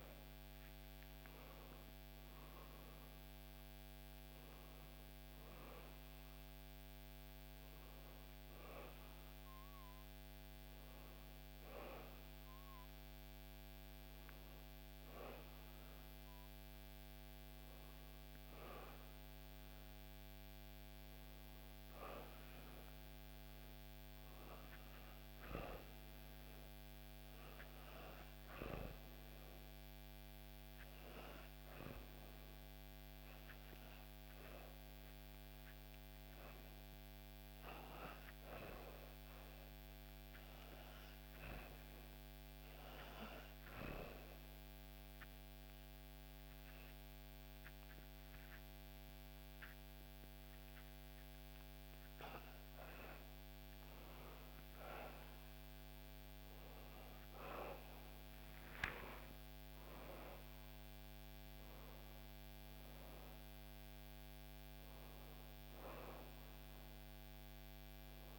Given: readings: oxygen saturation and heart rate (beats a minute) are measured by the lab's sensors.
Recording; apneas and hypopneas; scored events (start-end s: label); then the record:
breathing in sleep by a microphone on the trachea; 1
0.00-2.00 s: arousal
0.00-17.50 s: oxygen desaturation (device-marked, oxygen 94% lowest, heart rate 62 extreme)
24.00-51.00 s: obstructive apnea (oxygen 98% before, 93% lowest, heart rate 63 before, 62 extreme, up 5 after)
55.50-59.50 s: arousal
From the record:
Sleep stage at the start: REM sleep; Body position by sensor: on the back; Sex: female